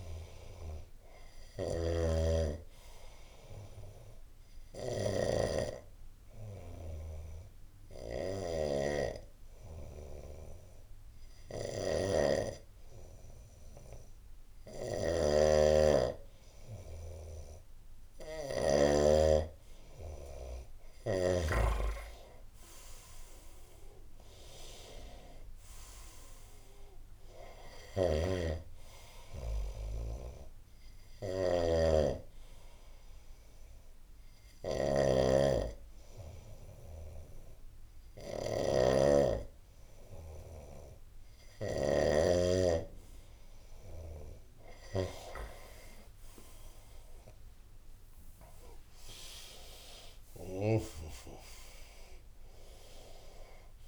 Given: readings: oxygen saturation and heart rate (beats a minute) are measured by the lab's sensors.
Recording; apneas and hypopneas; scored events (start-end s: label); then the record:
breathing in sleep by a room microphone; 2
0.00-18.50 s: snoring (device-marked)
4.00-14.50 s: obstructive apnea (oxygen 95% before, 93% lowest, heart rate 78 before, 72 extreme, up 10 after)
20.50-24.00 s: arousal
27.50-41.50 s: snoring (device-marked)
30.00-42.00 s: hypopnea (oxygen 96% before, 93% lowest, heart rate 77 before, 70 extreme, up 10 after)
44.00-48.00 s: arousal
50.00-53.87 s: snoring (device-marked)
From the record:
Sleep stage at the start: N2 (light sleep); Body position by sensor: on the right side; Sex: male